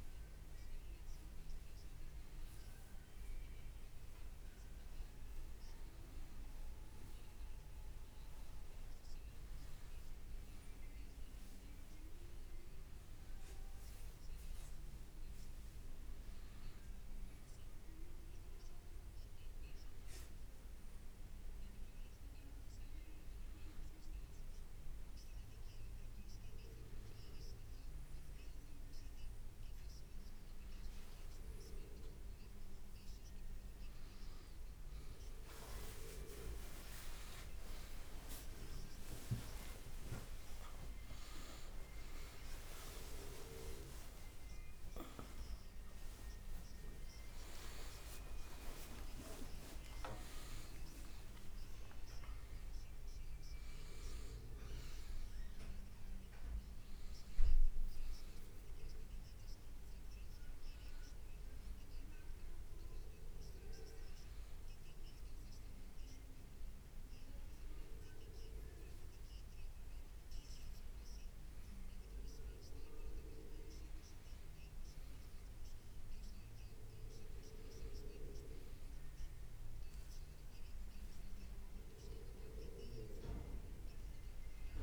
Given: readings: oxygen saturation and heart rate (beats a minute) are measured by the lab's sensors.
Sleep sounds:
a person partly awake in a sleep study, by a room microphone; none
0.00-2.00 s: leg movement (device-marked)
7.50-11.00 s: leg movement (device-marked)
12.00-16.50 s: leg movement (device-marked)
42.50-72.50 s: new sleep stage, awake
72.50-84.83 s: new sleep stage, N1 (lightest sleep)
From the record:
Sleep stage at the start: N1 (lightest sleep); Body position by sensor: on the right side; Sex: male

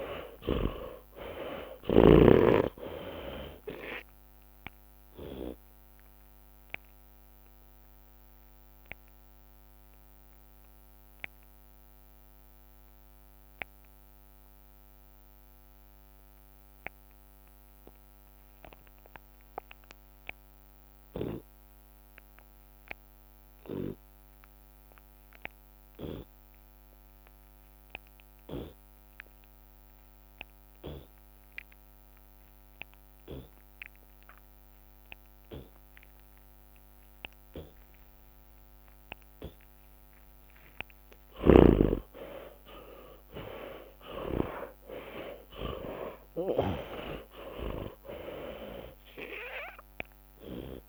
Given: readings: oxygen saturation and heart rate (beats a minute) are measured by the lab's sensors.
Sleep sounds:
breathing in sleep by a microphone on the trachea; 1
0.00-1.00 s: long interval between heartbeats (device-marked, heart rate 104 extreme)
0.00-2.00 s: arousal
0.00-2.50 s: snoring (device-marked)
2.00-4.00 s: long interval between heartbeats (device-marked, heart rate 90 before, 95 extreme)
4.50-7.50 s: drop in pulse transit time (device-marked, heart rate 93 before, 68 extreme)
5.00-7.00 s: long interval between heartbeats (device-marked, heart rate 93 before, 68 extreme)
6.50-40.50 s: obstructive apnea (oxygen 97% before, 78% lowest)
7.50-9.50 s: long interval between heartbeats (device-marked, heart rate 92 before, 42 extreme)
20.50-24.50 s: tachycardia (device-marked, heart rate 79 before, 106 extreme)
21.00-23.00 s: long interval between heartbeats (device-marked, heart rate 50 before, 35 extreme)
23.50-25.50 s: long interval between heartbeats (device-marked, heart rate 41 before, 103 extreme)
25.50-27.50 s: long interval between heartbeats (device-marked, heart rate 45 before, 106 extreme)
26.50-36.50 s: drop in pulse transit time (device-marked, heart rate 47 before, 87 extreme)
29.00-31.00 s: long interval between heartbeats (device-marked, heart rate 51 before, 88 extreme)
35.50-37.50 s: long interval between heartbeats (device-marked, heart rate 70 before, 98 extreme)
35.50-48.50 s: tachycardia (device-marked, heart rate 79 before, 140 extreme)
38.00-40.00 s: long interval between heartbeats (device-marked, heart rate 77 before, 100 extreme)
42.00-47.00 s: arousal
42.50-44.50 s: long interval between heartbeats (device-marked, heart rate 98 before, 125 extreme)
43.50-50.89 s: drop in pulse transit time (device-marked, heart rate 102 before, 105 extreme)
44.50-46.50 s: long interval between heartbeats (device-marked, heart rate 103 before, 130 extreme)
48.00-50.00 s: long interval between heartbeats (device-marked, heart rate 107 before, 119 extreme)
From the record:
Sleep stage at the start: N2 (light sleep); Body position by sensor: on the left side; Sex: male

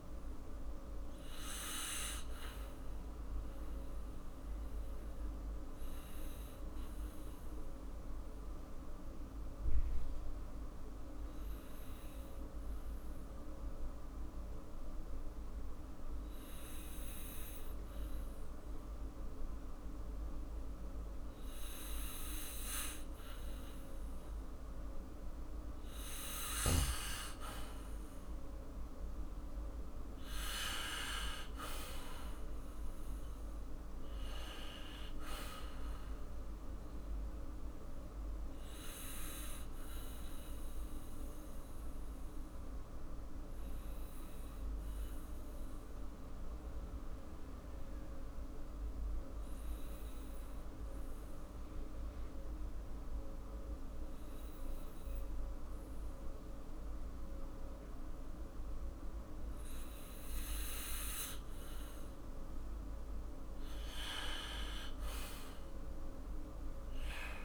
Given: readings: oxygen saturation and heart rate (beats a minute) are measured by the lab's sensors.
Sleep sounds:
breathing in sleep by a room microphone; 2
3.50-23.00 s: obstructive apnea (oxygen 100% before, 96% lowest, heart rate 53 before, 51 extreme, up 9 after)
27.50-32.00 s: arousal
37.00-61.00 s: obstructive apnea (oxygen 99% before, 96% lowest, heart rate 58 before, 52 extreme, up 7 after)
From the record:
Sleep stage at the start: N2 (light sleep); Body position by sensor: on the back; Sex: male

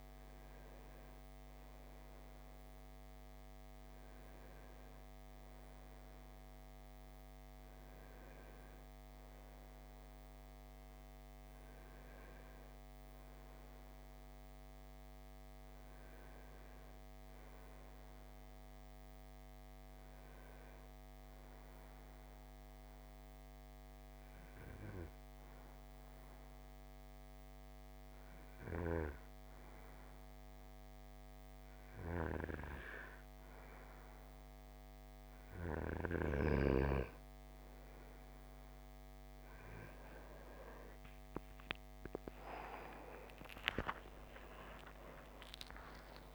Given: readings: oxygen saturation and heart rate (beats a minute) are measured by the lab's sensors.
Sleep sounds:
breathing in sleep by a microphone on the trachea; 1
0.00-15.50 s: oxygen desaturation (device-marked, oxygen 92% lowest, heart rate 54 extreme)
22.00-35.00 s: obstructive apnea (oxygen 97% before, 90% lowest, heart rate 63 before, 54 extreme, up 24 after)
37.50-46.35 s: oxygen desaturation (device-marked, oxygen 95% before, 91% lowest, heart rate 57 before, 55 extreme)
42.00-46.00 s: arousal
From the record:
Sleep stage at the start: N2 (light sleep); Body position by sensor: on the right side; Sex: male

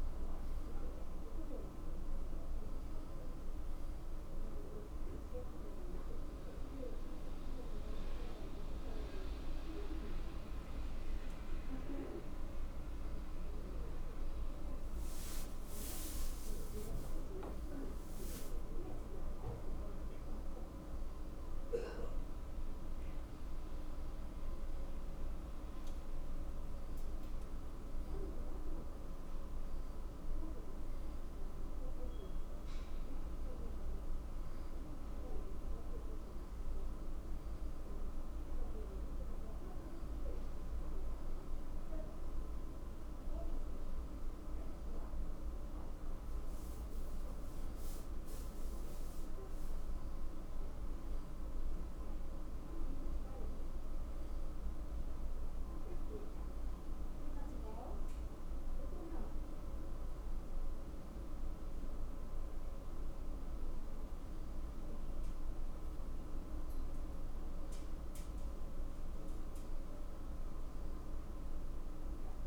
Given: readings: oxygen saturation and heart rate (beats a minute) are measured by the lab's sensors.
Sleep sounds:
breathing in sleep, hard to hear, by a room microphone; none
none scored
From the record:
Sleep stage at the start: N1 (lightest sleep); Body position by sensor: on the back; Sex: male

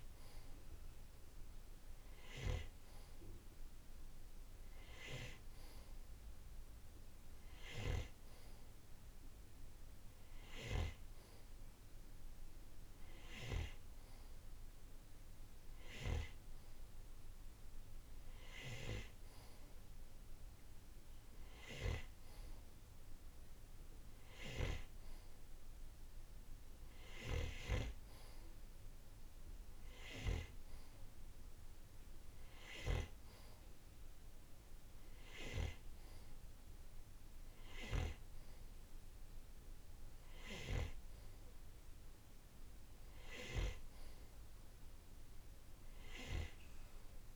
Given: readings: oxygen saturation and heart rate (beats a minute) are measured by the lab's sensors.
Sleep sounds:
breathing in sleep by a room microphone; none
none scored
From the record:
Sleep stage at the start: N2 (light sleep); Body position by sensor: on the right side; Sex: male

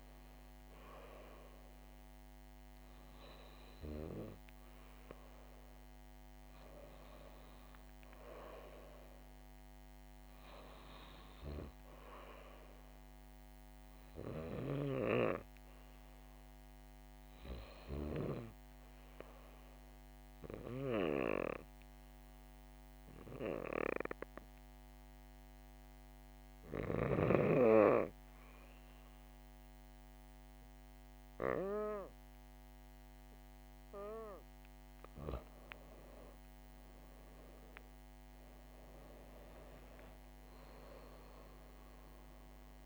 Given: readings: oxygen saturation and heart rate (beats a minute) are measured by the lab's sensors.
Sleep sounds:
breathing in sleep by a microphone on the trachea; 1
0.00-4.00 s: arousal
20.50-33.00 s: hypopnea (oxygen 100% before, 95% lowest, heart rate 68 before, 66 extreme, up 5 after)
32.00-42.86 s: oxygen desaturation (device-marked, oxygen 98% before, 95% lowest, heart rate 69 before, 66 extreme)
36.00-40.50 s: arousal
From the record:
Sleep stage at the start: N2 (light sleep); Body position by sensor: on the back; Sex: female

